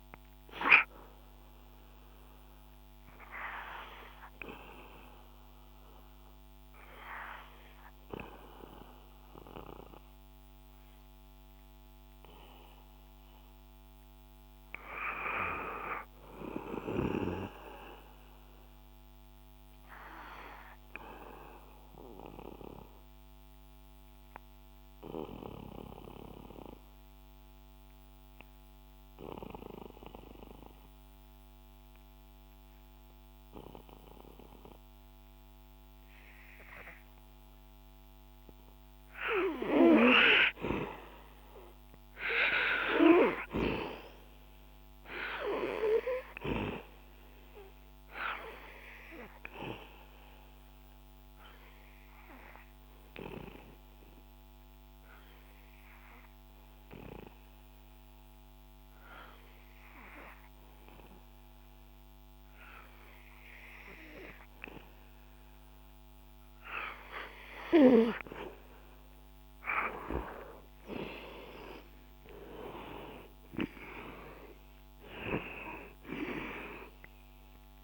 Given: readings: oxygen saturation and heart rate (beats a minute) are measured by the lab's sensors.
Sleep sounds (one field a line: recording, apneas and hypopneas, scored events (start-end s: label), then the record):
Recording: breathing in sleep by a microphone on the trachea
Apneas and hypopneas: 3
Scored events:
0.50-14.00 s: hypopnea (oxygen 96% before, 89% lowest, heart rate 66 before, 61 extreme, up 4 after)
16.00-19.00 s: arousal
21.50-38.50 s: obstructive apnea (oxygen 96% before, 89% lowest, heart rate 66 before, 61 extreme, up 9 after)
41.00-44.00 s: arousal
45.50-72.50 s: oxygen desaturation (device-marked, oxygen 96% before, 89% lowest, heart rate 64 before, 61 extreme)
49.50-65.50 s: obstructive apnea (oxygen 97% before, 89% lowest, heart rate 65 before, 61 extreme, up 13 after)
70.00-74.00 s: arousal
From the record:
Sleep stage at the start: N2 (light sleep)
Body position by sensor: on the back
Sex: male